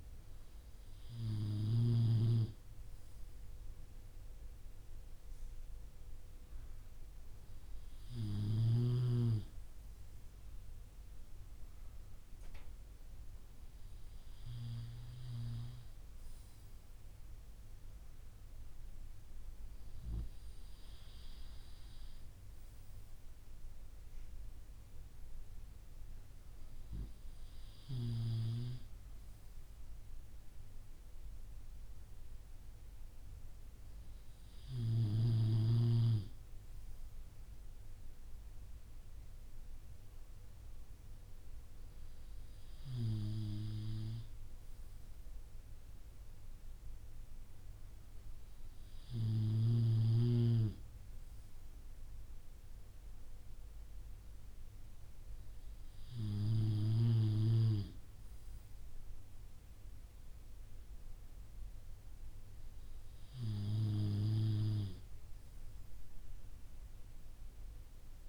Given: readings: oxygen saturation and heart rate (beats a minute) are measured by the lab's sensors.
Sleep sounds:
breathing in sleep by a room microphone; none
none scored
From the record:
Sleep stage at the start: N2 (light sleep); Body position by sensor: on the back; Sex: male

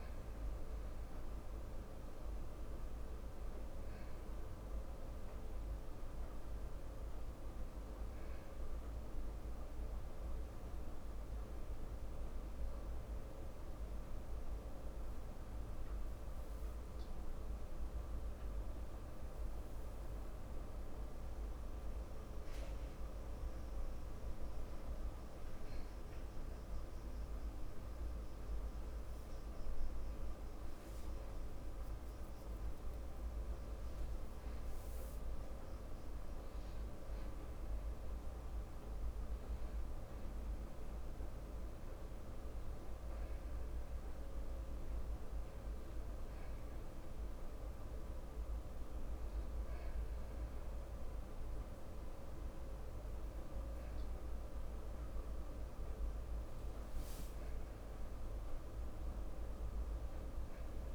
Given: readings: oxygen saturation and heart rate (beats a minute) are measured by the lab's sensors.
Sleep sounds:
breathing in sleep, hard to hear, by a room microphone; 1
10.50-22.00 s: mixed apnea (oxygen 97% before, 92% lowest, heart rate 57 before, 54 extreme, up 0 after)
14.50-60.95 s: new sleep stage, N2 (light sleep)
28.50-53.50 s: oxygen desaturation (device-marked, oxygen 96% before, 92% lowest, heart rate 55 before, 54 extreme)
30.00-34.50 s: arousal
57.00-60.95 s: arousal
From the record:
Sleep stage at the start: N1 (lightest sleep); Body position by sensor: on the back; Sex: male

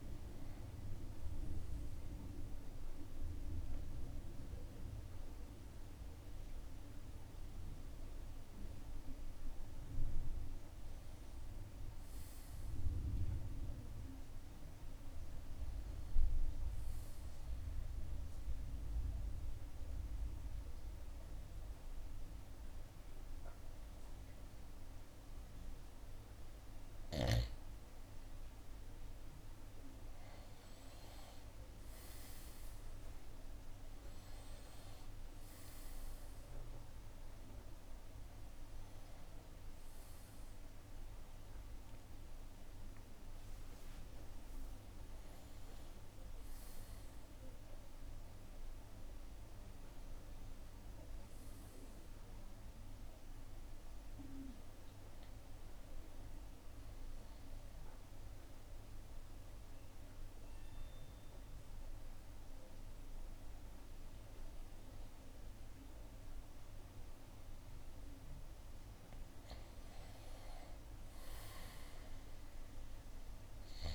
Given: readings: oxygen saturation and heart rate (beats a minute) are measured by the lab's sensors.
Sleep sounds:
breathing in sleep, hard to hear, by a room microphone; 2
0.00-14.50 s: oxygen desaturation (device-marked, oxygen 90% lowest, heart rate 66 extreme)
0.00-18.50 s: drop in pulse transit time (device-marked, heart rate 73 extreme)
13.50-16.50 s: arousal
18.50-28.50 s: obstructive apnea (oxygen 96% before, 90% lowest, heart rate 75 before, 66 extreme, up 8 after)
31.00-35.50 s: arousal
32.50-62.50 s: new sleep stage, N1 (lightest sleep)
34.50-48.50 s: drop in pulse transit time (device-marked, heart rate 71 before, 74 extreme)
37.50-50.50 s: oxygen desaturation (device-marked, oxygen 96% before, 91% lowest, heart rate 71 before, 69 extreme)
57.50-69.00 s: mixed apnea (oxygen 96% before, 90% lowest, heart rate 77 before, 68 extreme, up 4 after)
62.50-73.95 s: new sleep stage, N2 (light sleep)
70.50-73.95 s: arousal
From the record:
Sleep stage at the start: N2 (light sleep); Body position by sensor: on the right side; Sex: male

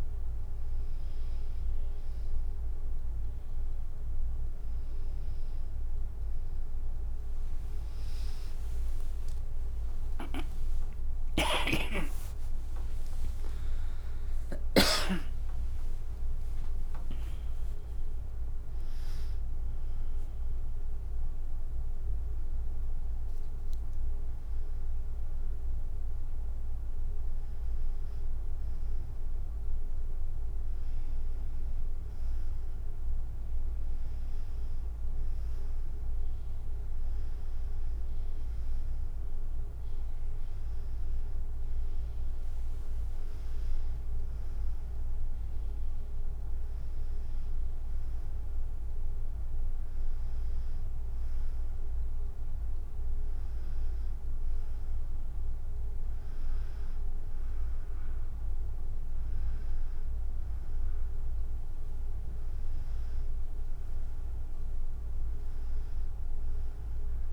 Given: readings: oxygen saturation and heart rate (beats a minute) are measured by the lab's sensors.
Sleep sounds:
breathing in sleep, hard to hear, by a room microphone; none
0.00-6.50 s: drop in pulse transit time (device-marked, heart rate 75 extreme)
0.50-22.50 s: tachycardia (device-marked, heart rate 74 before, 159 extreme)
9.00-15.00 s: arousal
From the record:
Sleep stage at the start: N1 (lightest sleep); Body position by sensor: on the back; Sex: female

